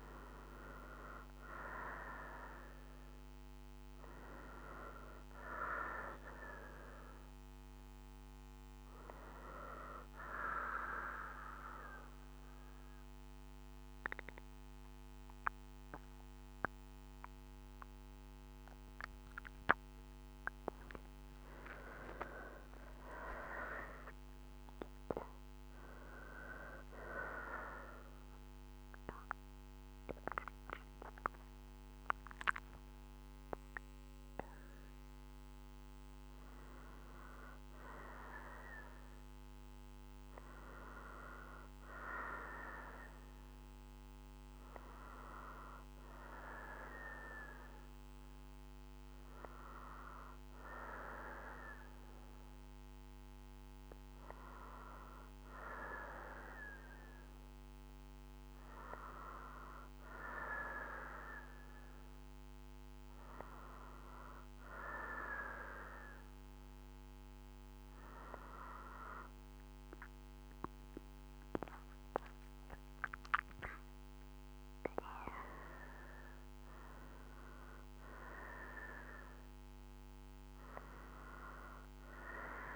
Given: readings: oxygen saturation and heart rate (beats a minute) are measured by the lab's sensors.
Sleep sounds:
breathing in sleep by a microphone on the trachea; 1
10.00-21.00 s: central apnea (oxygen 94% before, 89% lowest, heart rate 80 before, 61 extreme, up 47 after)
22.00-26.00 s: arousal
29.50-39.50 s: oxygen desaturation (device-marked, oxygen 94% before, 89% lowest, heart rate 78 before, 62 extreme)
From the record:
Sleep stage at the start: N2 (light sleep); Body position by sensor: on the right side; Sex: female

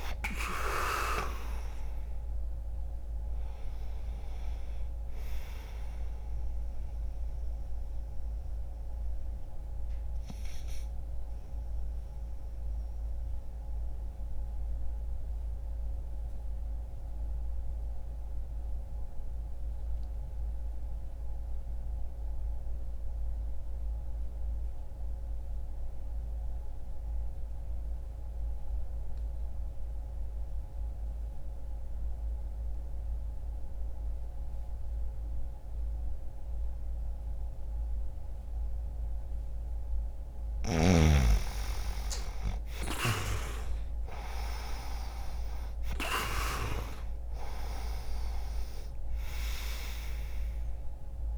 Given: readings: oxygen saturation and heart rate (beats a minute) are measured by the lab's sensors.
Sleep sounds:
breathing in sleep by a room microphone; 1
0.00-12.00 s: oxygen desaturation (device-marked, oxygen 93% lowest, heart rate 60 extreme)
6.00-39.00 s: obstructive apnea (oxygen 97% before, 90% lowest, heart rate 61 before, 60 extreme, up 0 after)
19.00-31.00 s: oxygen desaturation (device-marked, oxygen 94% before, 90% lowest, heart rate 60 before, 60 extreme)
40.50-45.00 s: arousal
From the record:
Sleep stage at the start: N2 (light sleep); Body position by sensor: on the back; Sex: male

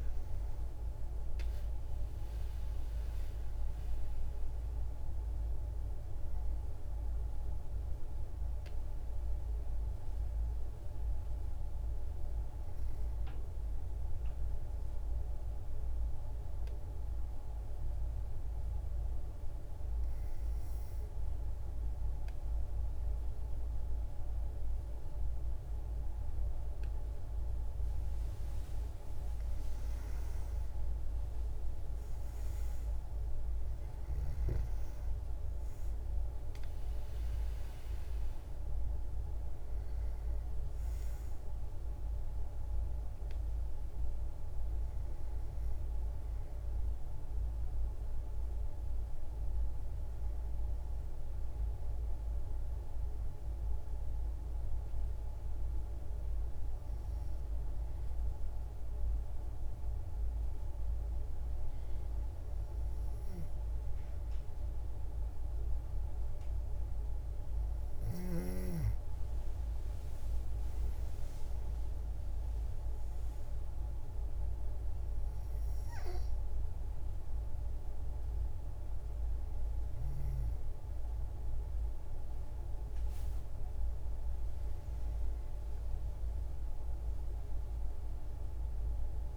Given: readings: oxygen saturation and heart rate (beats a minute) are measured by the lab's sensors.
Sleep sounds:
breathing in sleep, hard to hear, by a room microphone; 2
0.00-22.50 s: oxygen desaturation (device-marked, oxygen 93% lowest, heart rate 83 extreme)
9.00-27.50 s: obstructive apnea (oxygen 96% before, 92% lowest, heart rate 150 before, 65 extreme, up 18 after)
31.50-35.00 s: arousal
39.50-58.50 s: oxygen desaturation (device-marked, oxygen 96% before, 92% lowest, heart rate 96 before, 55 extreme)
48.50-67.00 s: obstructive apnea (oxygen 97% before, 92% lowest, heart rate 97 before, 54 extreme, up 5 after)
68.50-71.50 s: arousal
From the record:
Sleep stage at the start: N2 (light sleep); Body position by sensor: on the back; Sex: female

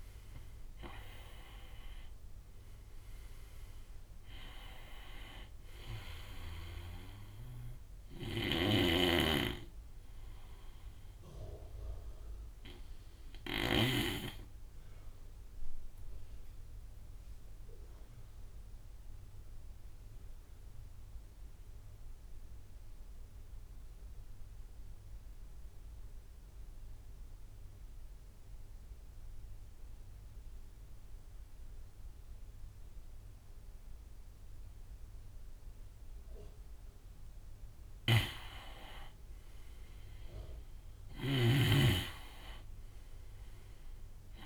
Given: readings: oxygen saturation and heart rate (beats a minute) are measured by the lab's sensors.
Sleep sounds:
breathing in sleep by a room microphone; 1
0.00-17.50 s: oxygen desaturation (device-marked, oxygen 82% lowest)
8.00-13.00 s: snoring (device-marked)
14.00-35.00 s: obstructive apnea (oxygen 97% before, 82% lowest)
36.50-44.46 s: oxygen desaturation (device-marked, oxygen 99% before, 86% lowest)
37.00-44.46 s: snoring (device-marked)
37.50-41.00 s: arousal
From the record:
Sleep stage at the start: N2 (light sleep); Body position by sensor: on the right side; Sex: male

